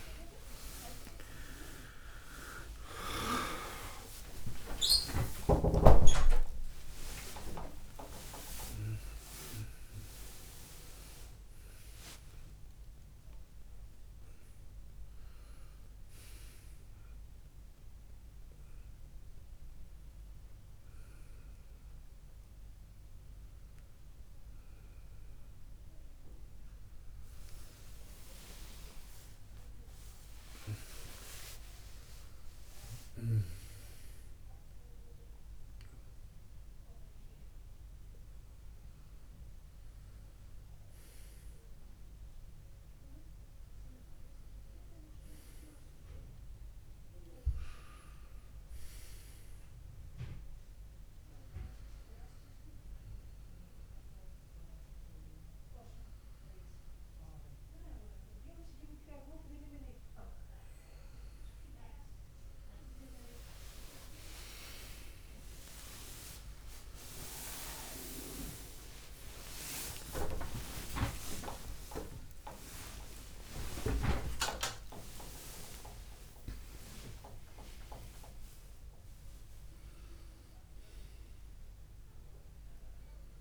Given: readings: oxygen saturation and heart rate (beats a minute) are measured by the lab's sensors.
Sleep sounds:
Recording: a person awake in a sleep study, by a room microphone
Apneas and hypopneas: none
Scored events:
none scored
From the record:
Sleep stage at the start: awake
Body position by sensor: on the back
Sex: male

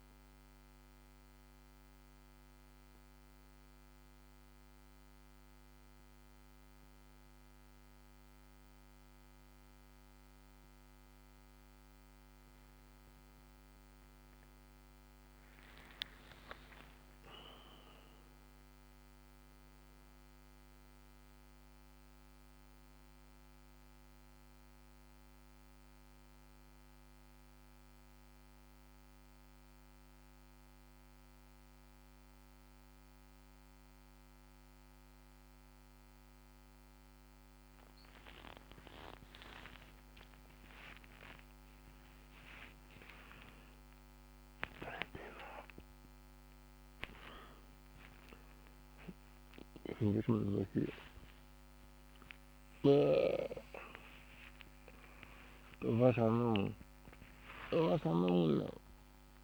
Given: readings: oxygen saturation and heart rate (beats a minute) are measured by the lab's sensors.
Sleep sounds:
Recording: a person awake in a sleep study, by a microphone on the trachea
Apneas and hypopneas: none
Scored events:
25.00-59.44 s: new sleep stage, awake
52.50-56.00 s: snoring (device-marked)
From the record:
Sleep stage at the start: N1 (lightest sleep)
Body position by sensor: on the back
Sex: male

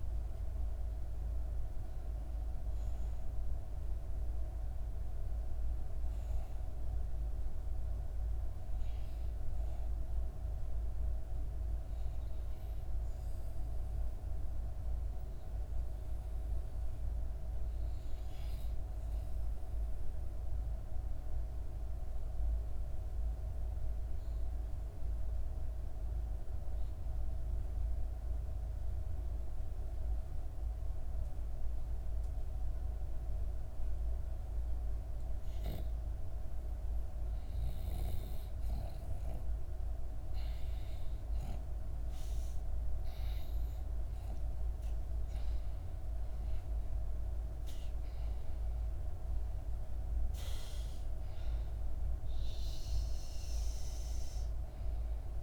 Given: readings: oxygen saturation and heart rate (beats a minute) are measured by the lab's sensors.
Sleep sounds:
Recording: breathing in sleep, hard to hear, by a room microphone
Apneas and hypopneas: 1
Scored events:
20.00-34.00 s: obstructive apnea (oxygen 97% before, 92% lowest, heart rate 67 before, 63 extreme, up 0 after)
36.50-41.00 s: arousal
41.00-55.43 s: oxygen desaturation (device-marked, oxygen 97% before, 92% lowest, heart rate 63 before, 63 extreme)
From the record:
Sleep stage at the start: REM sleep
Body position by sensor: on the back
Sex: female

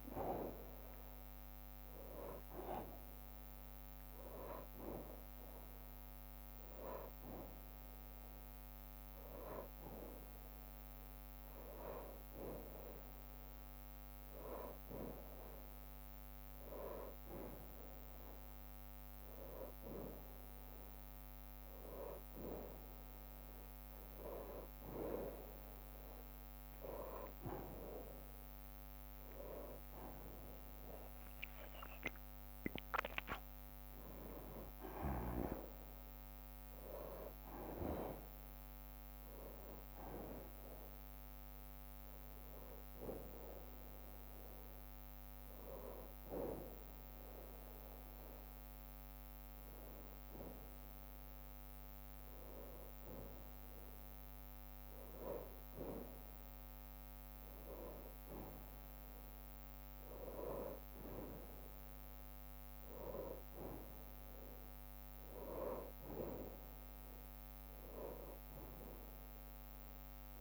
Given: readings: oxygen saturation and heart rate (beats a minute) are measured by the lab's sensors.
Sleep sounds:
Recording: breathing in sleep by a microphone on the trachea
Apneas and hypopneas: none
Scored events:
0.00-13.00 s: drop in pulse transit time (device-marked, heart rate 57 before, 65 extreme)
15.00-30.00 s: bradycardia (device-marked, heart rate 61 before, 52 extreme)
32.50-36.50 s: arousal
33.50-35.50 s: long interval between heartbeats (device-marked, heart rate 60 before, 62 extreme)
36.00-38.00 s: long interval between heartbeats (device-marked, heart rate 59 before, 71 extreme)
47.00-59.00 s: bradycardia (device-marked, heart rate 61 before, 51 extreme)
62.50-64.50 s: long interval between heartbeats (device-marked, heart rate 59 before, 65 extreme)
69.00-70.41 s: bradycardia (device-marked, heart rate 61 before, 57 extreme)
From the record:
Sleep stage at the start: N2 (light sleep)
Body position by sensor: on the back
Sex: male

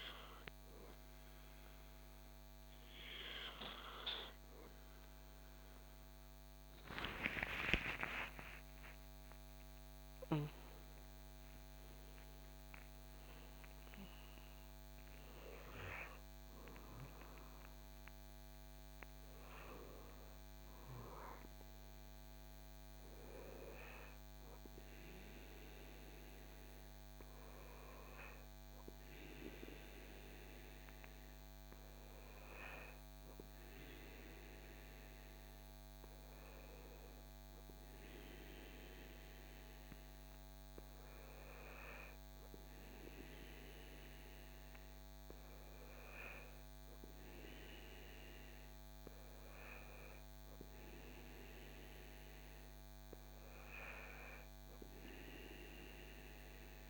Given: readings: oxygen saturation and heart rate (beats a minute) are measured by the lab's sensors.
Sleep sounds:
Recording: breathing in sleep by a microphone on the trachea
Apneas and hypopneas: none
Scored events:
6.50-12.00 s: arousal
From the record:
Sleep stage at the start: N2 (light sleep)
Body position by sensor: on the back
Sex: male

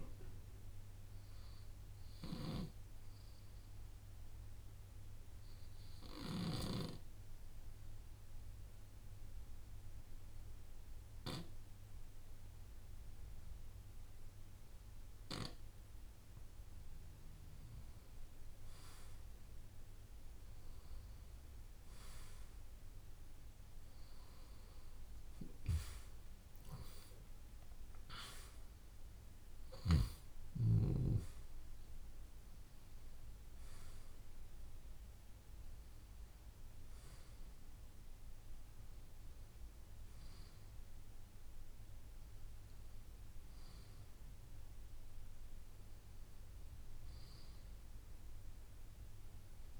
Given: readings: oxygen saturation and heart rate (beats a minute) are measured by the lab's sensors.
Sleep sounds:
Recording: breathing in sleep by a room microphone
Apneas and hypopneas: 1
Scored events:
4.00-17.00 s: obstructive apnea (oxygen 95% before, 93% lowest, heart rate 68 before, 49 extreme, up 0 after)
21.50-27.00 s: arousal
From the record:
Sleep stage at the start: N2 (light sleep)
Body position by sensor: on the left side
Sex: male

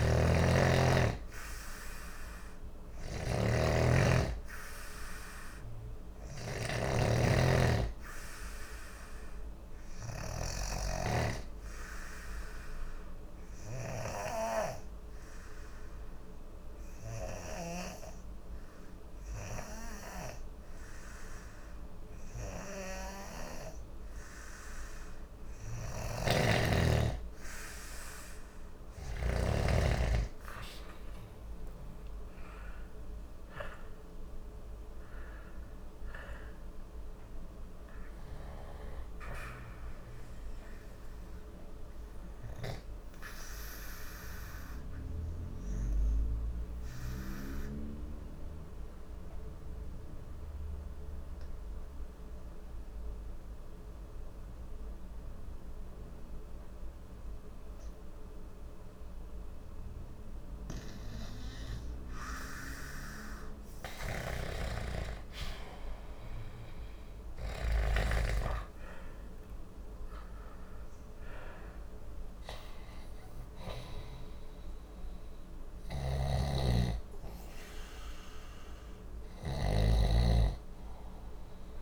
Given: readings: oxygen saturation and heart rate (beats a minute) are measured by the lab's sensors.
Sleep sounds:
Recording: breathing in sleep by a room microphone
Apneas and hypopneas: 2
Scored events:
0.00-10.00 s: snoring (device-marked)
9.50-25.50 s: obstructive apnea (oxygen 95% before, 91% lowest, heart rate 61 before, 60 extreme, up 0 after)
25.50-29.00 s: snoring (device-marked)
30.50-35.50 s: arousal
40.50-62.50 s: obstructive apnea (oxygen 94% before, 91% lowest, heart rate 61 before, 59 extreme, up 2 after)
63.50-67.50 s: snoring (device-marked)
67.50-71.00 s: arousal
75.50-81.82 s: snoring (device-marked)
From the record:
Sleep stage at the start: N2 (light sleep)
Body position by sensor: on the left side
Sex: male

